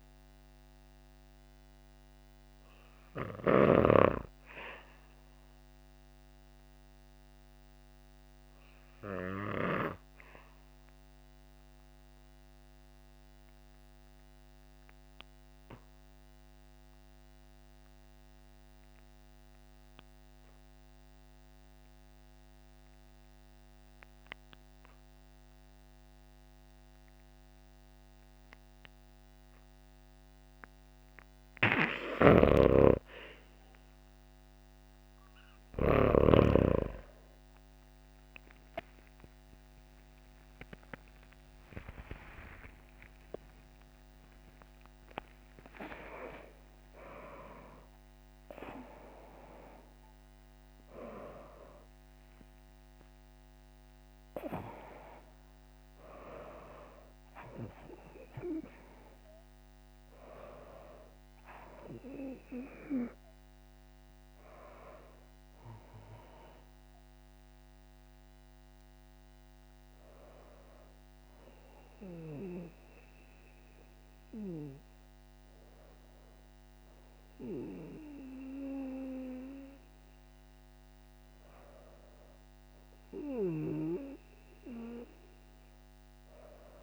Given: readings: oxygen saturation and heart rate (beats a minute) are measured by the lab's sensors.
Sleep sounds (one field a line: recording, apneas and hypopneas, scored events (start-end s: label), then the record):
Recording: breathing in sleep by a microphone on the trachea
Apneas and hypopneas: 1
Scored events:
0.00-3.00 s: snoring (device-marked)
0.00-10.50 s: oxygen desaturation (device-marked, oxygen 92% lowest, heart rate 52 extreme)
5.00-31.00 s: obstructive apnea (oxygen 99% before, 87% lowest, heart rate 58 before, 52 extreme, up 8 after)
25.50-86.83 s: new sleep stage, N1 (lightest sleep)
29.50-65.50 s: oxygen desaturation (device-marked, oxygen 98% before, 87% lowest, heart rate 58 before, 55 extreme)
31.00-35.50 s: snoring (device-marked)
38.50-45.00 s: arousal
From the record:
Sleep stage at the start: REM sleep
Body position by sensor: on the back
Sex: female